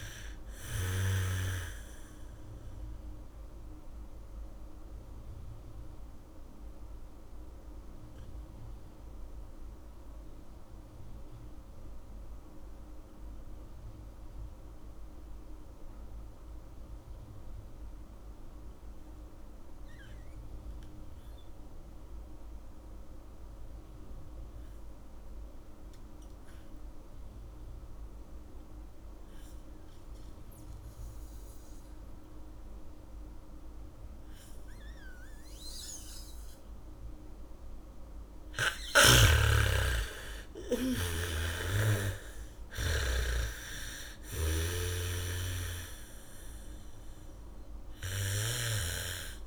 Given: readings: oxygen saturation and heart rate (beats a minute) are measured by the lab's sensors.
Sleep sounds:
breathing in sleep by a room microphone; 1
0.00-18.00 s: oxygen desaturation (device-marked, oxygen 79% lowest, heart rate 46 extreme)
3.00-38.50 s: mixed apnea (oxygen 98% before, 79% lowest, heart rate 61 before, 55 extreme, up 8 after)
29.00-49.47 s: oxygen desaturation (device-marked, oxygen 100% before, 79% lowest, heart rate 72 before, 55 extreme)
33.00-35.00 s: bradycardia (device-marked, heart rate 70 before, 63 extreme)
39.00-43.00 s: bradycardia (device-marked, heart rate 70 before, 55 extreme)
39.50-44.50 s: arousal
41.50-45.00 s: snoring (device-marked)
From the record:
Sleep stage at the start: N2 (light sleep); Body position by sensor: on the back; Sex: female

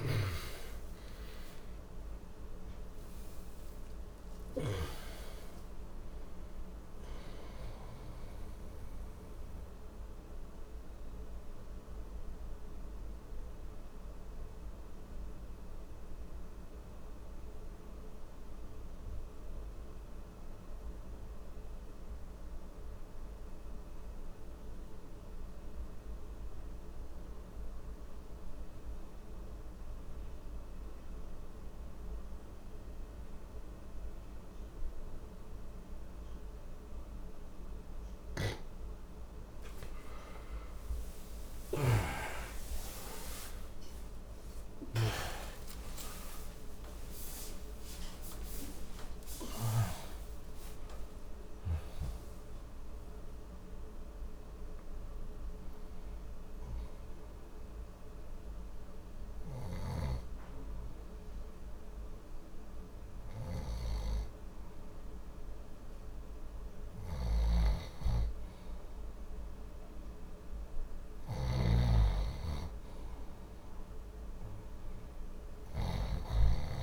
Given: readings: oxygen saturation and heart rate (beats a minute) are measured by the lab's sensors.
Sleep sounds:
breathing in sleep by a room microphone; 2
0.00-10.50 s: oxygen desaturation (device-marked, oxygen 90% lowest, heart rate 59 extreme)
8.50-35.50 s: obstructive apnea (oxygen 97% before, 88% lowest)
17.50-30.50 s: oxygen desaturation (device-marked, oxygen 92% before, 88% lowest, heart rate 90 before, 60 extreme)
20.50-76.82 s: new sleep stage, N2 (light sleep)
40.00-46.50 s: arousal
42.50-59.50 s: oxygen desaturation (device-marked, oxygen 98% before, 90% lowest)
57.50-69.00 s: hypopnea (oxygen 98% before, 90% lowest, heart rate 110 before, 28 extreme, up 40 after)
66.50-76.82 s: snoring (device-marked)
69.50-76.82 s: oxygen desaturation (device-marked, oxygen 93% before, 90% lowest, heart rate 68 before, 59 extreme)
72.50-76.50 s: arousal
From the record:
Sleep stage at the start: N1 (lightest sleep); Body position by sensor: on the back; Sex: male

